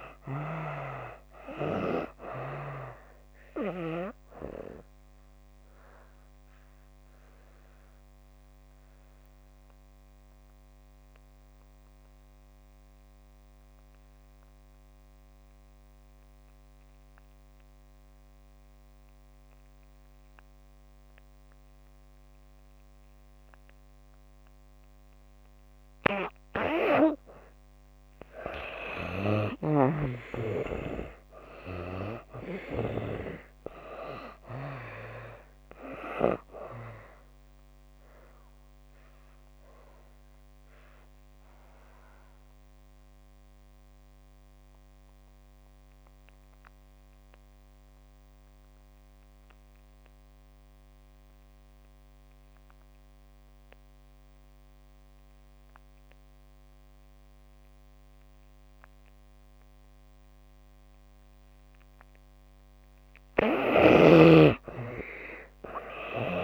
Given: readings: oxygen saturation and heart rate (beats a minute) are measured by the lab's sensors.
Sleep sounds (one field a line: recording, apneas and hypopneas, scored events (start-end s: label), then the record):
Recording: breathing in sleep by a microphone on the trachea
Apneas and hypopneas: 2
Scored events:
0.00-24.00 s: oxygen desaturation (device-marked, oxygen 59% lowest)
4.50-27.00 s: obstructive apnea (oxygen 95% before, 59% lowest)
26.00-58.00 s: oxygen desaturation (device-marked, oxygen 95% before, 66% lowest)
28.00-32.00 s: arousal
38.00-62.00 s: obstructive apnea (oxygen 95% before, 66% lowest)
60.00-66.43 s: oxygen desaturation (device-marked, oxygen 96% before, 68% lowest)
64.00-66.43 s: arousal
From the record:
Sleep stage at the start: N2 (light sleep)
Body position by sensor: on the back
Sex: female